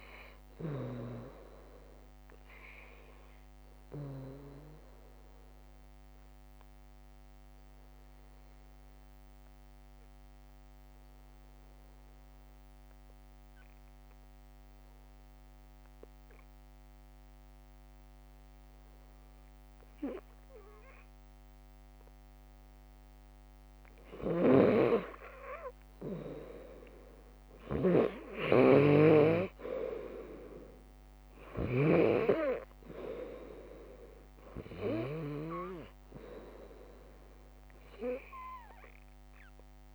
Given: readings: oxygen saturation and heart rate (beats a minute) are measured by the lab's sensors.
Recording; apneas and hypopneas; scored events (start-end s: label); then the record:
breathing in sleep by a microphone on the trachea; 1
0.00-16.50 s: drop in pulse transit time (device-marked, heart rate 60 extreme)
6.00-22.00 s: hypopnea (oxygen 98% before, 96% lowest, heart rate 64 before, 56 extreme, up 2 after)
16.50-35.50 s: bradycardia (device-marked, heart rate 69 before, 56 extreme)
24.00-31.50 s: snoring (device-marked)
24.50-27.50 s: arousal
35.50-39.95 s: oxygen desaturation (device-marked, oxygen 100% before, 96% lowest, heart rate 59 before, 55 extreme)
From the record:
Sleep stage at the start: N2 (light sleep); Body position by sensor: on the left side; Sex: female